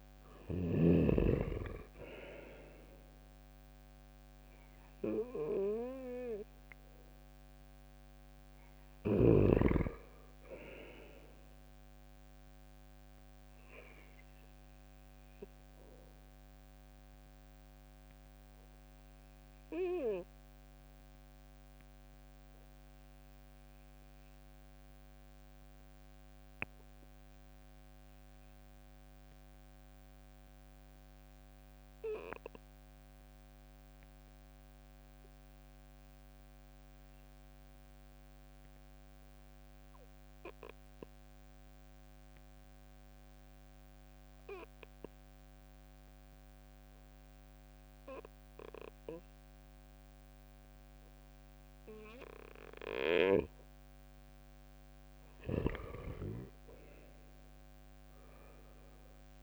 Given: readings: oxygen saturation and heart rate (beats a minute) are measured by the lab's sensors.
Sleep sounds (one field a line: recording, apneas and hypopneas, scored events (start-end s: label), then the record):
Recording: breathing in sleep by a microphone on the trachea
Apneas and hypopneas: 1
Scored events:
15.00-53.50 s: obstructive apnea (oxygen 96% before, 92% lowest, heart rate 68 before, 62 extreme, up 8 after)
17.00-29.00 s: oxygen desaturation (device-marked, oxygen 95% before, 92% lowest, heart rate 67 before, 63 extreme)
55.50-59.00 s: arousal
From the record:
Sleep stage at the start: N2 (light sleep)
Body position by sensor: on the right side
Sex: male